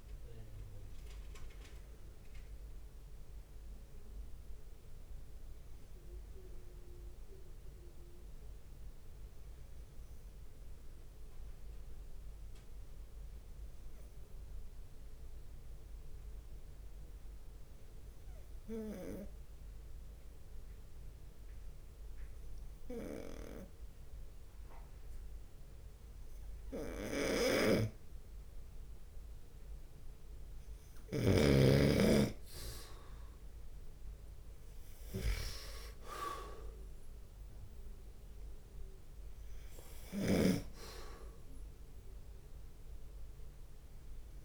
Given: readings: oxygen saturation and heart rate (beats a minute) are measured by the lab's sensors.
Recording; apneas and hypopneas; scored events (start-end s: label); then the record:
breathing in sleep by a room microphone; 1
0.00-2.50 s: arousal
2.50-3.50 s: leg movement (device-marked)
5.00-29.50 s: obstructive apnea (oxygen 98% before, 94% lowest)
13.00-17.00 s: leg movement (device-marked)
14.50-44.45 s: bradycardia (device-marked)
18.00-20.00 s: long interval between heartbeats (device-marked)
27.50-31.50 s: snoring (device-marked)
28.50-44.45 s: oxygen desaturation (device-marked, oxygen 98% before, 94% lowest)
29.00-33.00 s: leg movement (device-marked)
32.00-34.00 s: long interval between heartbeats (device-marked)
33.00-36.00 s: arousal
35.50-42.50 s: leg movement (device-marked)
From the record:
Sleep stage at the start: N2 (light sleep); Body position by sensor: on the right side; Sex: male